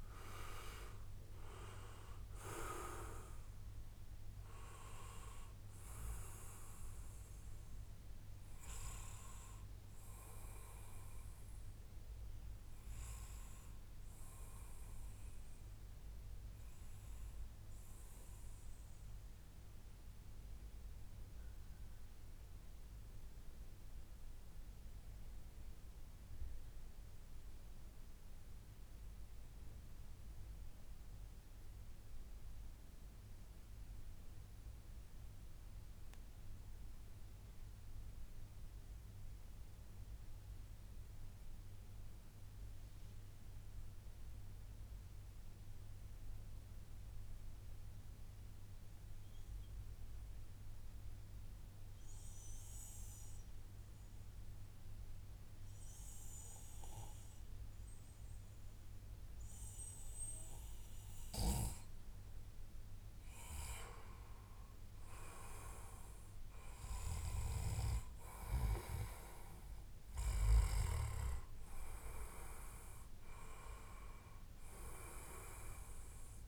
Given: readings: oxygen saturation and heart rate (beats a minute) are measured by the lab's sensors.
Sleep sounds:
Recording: breathing in sleep by a room microphone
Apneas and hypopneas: 1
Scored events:
0.00-8.00 s: oxygen desaturation (device-marked, oxygen 91% lowest, heart rate 117 extreme)
18.50-60.00 s: mixed apnea (oxygen 94% before, 89% lowest, heart rate 142 before, 88 extreme, up 27 after)
28.00-30.00 s: long interval between heartbeats (device-marked, heart rate 144 before, 136 extreme)
30.50-32.50 s: long interval between heartbeats (device-marked, heart rate 144 before, 117 extreme)
37.50-39.50 s: long interval between heartbeats (device-marked, heart rate 131 before, 102 extreme)
41.00-43.00 s: long interval between heartbeats (device-marked, heart rate 124 before, 110 extreme)
43.50-45.50 s: long interval between heartbeats (device-marked, heart rate 120 before, 108 extreme)
46.50-48.50 s: long interval between heartbeats (device-marked, heart rate 115 before, 101 extreme)
54.50-56.50 s: long interval between heartbeats (device-marked, heart rate 104 before, 107 extreme)
58.00-76.48 s: oxygen desaturation (device-marked, oxygen 97% before, 89% lowest, heart rate 104 before, 97 extreme)
59.00-61.00 s: long interval between heartbeats (device-marked, heart rate 103 before, 88 extreme)
63.00-67.00 s: arousal
64.00-66.00 s: long interval between heartbeats (device-marked, heart rate 101 before, 105 extreme)
69.50-71.50 s: long interval between heartbeats (device-marked, heart rate 101 before, 97 extreme)
From the record:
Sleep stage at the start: REM sleep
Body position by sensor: on the back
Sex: male

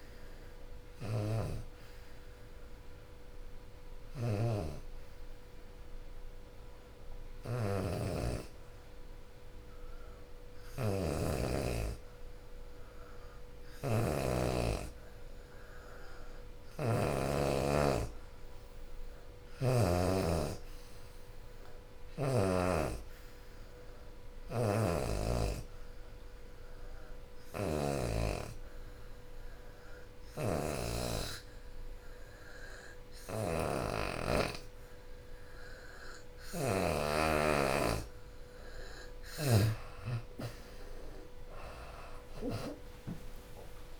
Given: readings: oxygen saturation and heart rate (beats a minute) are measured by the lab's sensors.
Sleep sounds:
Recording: breathing in sleep by a room microphone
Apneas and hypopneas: 2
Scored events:
0.00-4.00 s: drop in pulse transit time (device-marked, heart rate 73 extreme)
0.00-13.00 s: oxygen desaturation (device-marked, oxygen 84% lowest, heart rate 72 extreme)
1.50-13.00 s: hypopnea (oxygen 91% before, 83% lowest, heart rate 76 before, 72 extreme, up 13 after)
14.00-25.00 s: drop in pulse transit time (device-marked, heart rate 80 before, 79 extreme)
15.00-19.00 s: arousal
15.00-34.00 s: oxygen desaturation (device-marked, oxygen 94% before, 87% lowest, heart rate 81 before, 72 extreme)
25.50-38.00 s: obstructive apnea (oxygen 94% before, 83% lowest, heart rate 79 before, 72 extreme, up 29 after)
39.50-42.00 s: arousal
40.00-44.00 s: drop in pulse transit time (device-marked, heart rate 78 before, 81 extreme)
41.00-44.00 s: oxygen desaturation (device-marked, oxygen 88% before, 83% lowest, heart rate 78 before, 70 extreme)
42.50-44.00 s: long interval between heartbeats (device-marked, heart rate 78 before, 91 extreme)
From the record:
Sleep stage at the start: N2 (light sleep)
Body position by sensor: on the back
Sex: female

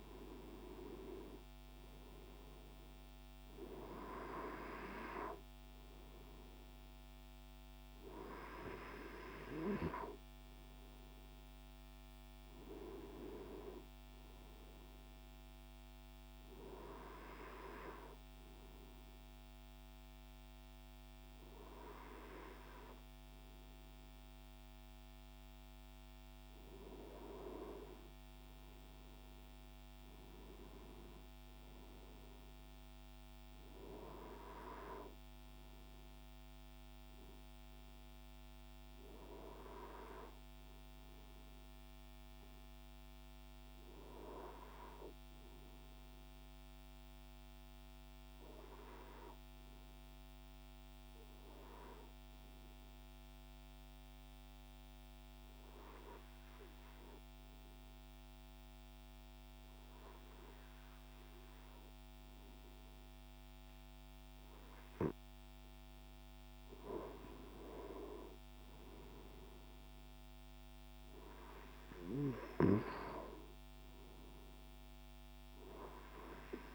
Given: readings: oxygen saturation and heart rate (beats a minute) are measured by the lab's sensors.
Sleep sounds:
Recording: breathing in sleep by a microphone on the trachea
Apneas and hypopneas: 2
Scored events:
0.00-1.50 s: arousal
17.00-27.00 s: hypopnea (oxygen 97% before, 95% lowest, heart rate 73 before, 69 extreme, up 8 after)
28.50-32.00 s: arousal
48.00-65.50 s: obstructive apnea (oxygen 98% before, 95% lowest, heart rate 73 before, 69 extreme, up 2 after)
67.50-70.50 s: arousal
From the record:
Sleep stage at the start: N2 (light sleep)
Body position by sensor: on the right side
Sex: male

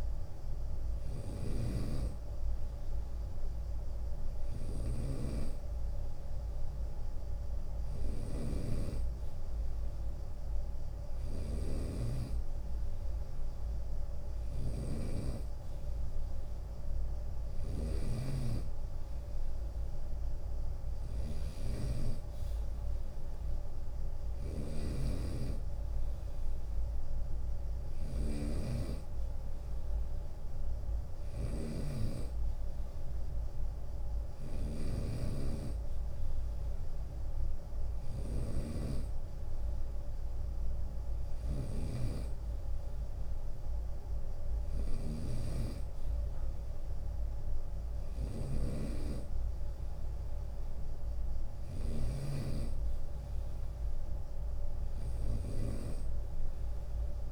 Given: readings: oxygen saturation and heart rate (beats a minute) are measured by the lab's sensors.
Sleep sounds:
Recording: breathing in sleep by a room microphone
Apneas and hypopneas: none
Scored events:
0.00-55.00 s: snoring (device-marked)
6.50-8.50 s: long interval between heartbeats (device-marked, heart rate 77 before, 83 extreme)
25.50-27.50 s: long interval between heartbeats (device-marked, heart rate 79 before, 85 extreme)
54.00-56.00 s: long interval between heartbeats (device-marked, heart rate 76 before, 69 extreme)
From the record:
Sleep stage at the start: N2 (light sleep)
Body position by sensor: on the right side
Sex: male

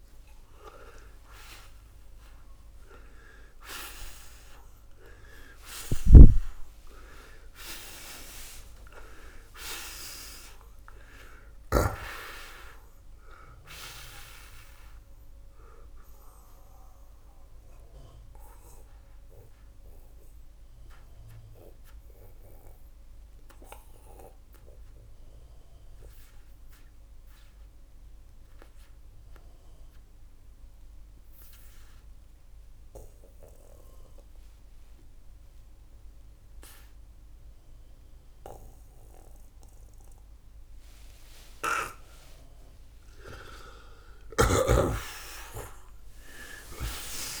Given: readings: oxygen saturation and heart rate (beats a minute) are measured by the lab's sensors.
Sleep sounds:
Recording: breathing in sleep by a room microphone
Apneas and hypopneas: 1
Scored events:
1.50-7.00 s: arousal
11.00-41.00 s: oxygen desaturation (device-marked, oxygen 93% before, 83% lowest, heart rate 101 before, 79 extreme)
15.50-41.50 s: obstructive apnea (oxygen 93% before, 80% lowest, heart rate 106 before, 79 extreme, up 58 after)
43.00-46.50 s: arousal
44.00-47.40 s: snoring (device-marked)
From the record:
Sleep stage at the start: N2 (light sleep)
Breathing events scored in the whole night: 298 in 4.0 hours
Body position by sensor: on the back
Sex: male

